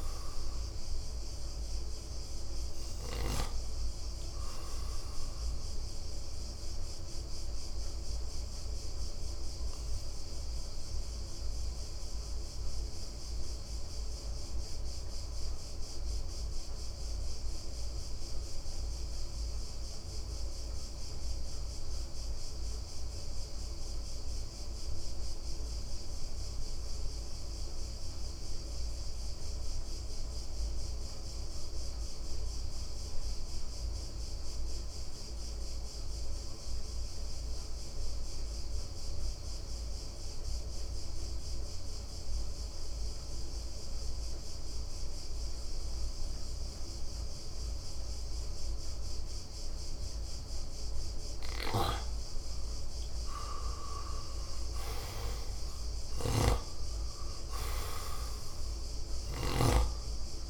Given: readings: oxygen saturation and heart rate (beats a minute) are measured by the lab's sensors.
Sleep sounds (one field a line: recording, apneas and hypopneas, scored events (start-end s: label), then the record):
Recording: breathing in sleep by a room microphone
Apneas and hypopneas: 1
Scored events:
0.00-21.00 s: oxygen desaturation (device-marked, oxygen 84% lowest, heart rate 56 extreme)
6.00-52.50 s: mixed apnea (oxygen 96% before, 84% lowest, heart rate 64 before, 56 extreme, up 7 after)
46.00-60.50 s: oxygen desaturation (device-marked, oxygen 96% before, 84% lowest, heart rate 59 before, 57 extreme)
54.50-59.00 s: arousal
From the record:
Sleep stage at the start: N2 (light sleep)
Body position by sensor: on the right side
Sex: male